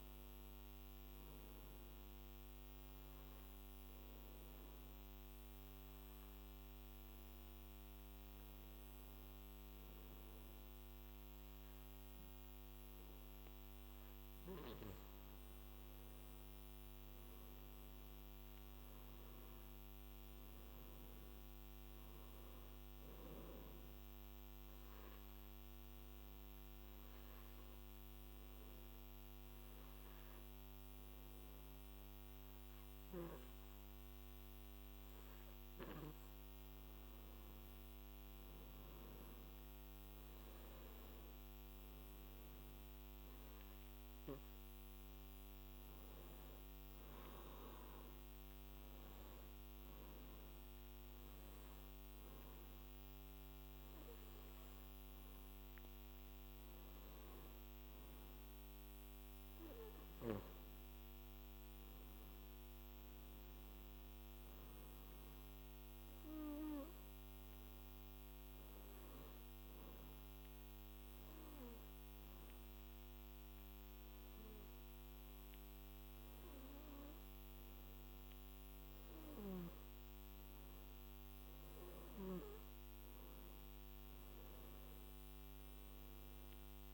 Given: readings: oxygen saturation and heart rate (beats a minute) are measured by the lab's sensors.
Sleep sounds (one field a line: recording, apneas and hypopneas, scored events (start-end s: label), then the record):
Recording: breathing in sleep, hard to hear, by a microphone on the trachea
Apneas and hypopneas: 3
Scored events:
0.00-6.00 s: oxygen desaturation (device-marked, oxygen 93% lowest, heart rate 50 extreme)
4.00-16.50 s: obstructive apnea (oxygen 96% before, 94% lowest, heart rate 59 before, 50 extreme, up 6 after)
17.50-21.00 s: arousal
22.00-30.00 s: oxygen desaturation (device-marked, oxygen 97% before, 94% lowest, heart rate 60 before, 51 extreme)
24.00-37.50 s: obstructive apnea (oxygen 97% before, 93% lowest, heart rate 59 before, 51 extreme, up 10 after)
39.00-41.50 s: arousal
63.00-67.00 s: arousal
70.50-81.50 s: hypopnea (oxygen 97% before, 93% lowest, heart rate 63 before, 60 extreme, up 10 after)
From the record:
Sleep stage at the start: N2 (light sleep)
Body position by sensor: on the back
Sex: male